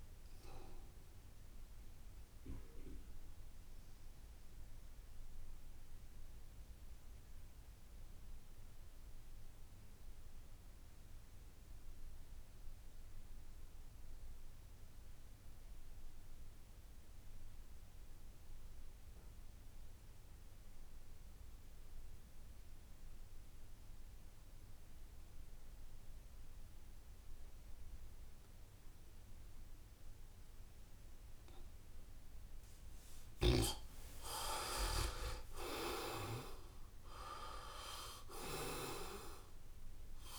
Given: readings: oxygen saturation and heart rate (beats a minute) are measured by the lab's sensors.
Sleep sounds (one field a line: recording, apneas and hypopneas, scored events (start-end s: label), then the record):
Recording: breathing in sleep by a room microphone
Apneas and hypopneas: 1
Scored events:
0.00-18.50 s: oxygen desaturation (device-marked, oxygen 80% lowest, heart rate 66 extreme)
2.00-31.50 s: obstructive apnea (oxygen 96% before, 80% lowest, heart rate 72 before, 66 extreme, up 8 after)
25.50-40.38 s: oxygen desaturation (device-marked, oxygen 97% before, 80% lowest, heart rate 67 before, 66 extreme)
36.50-40.38 s: arousal
From the record:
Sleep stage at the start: N2 (light sleep)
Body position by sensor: on the back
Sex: male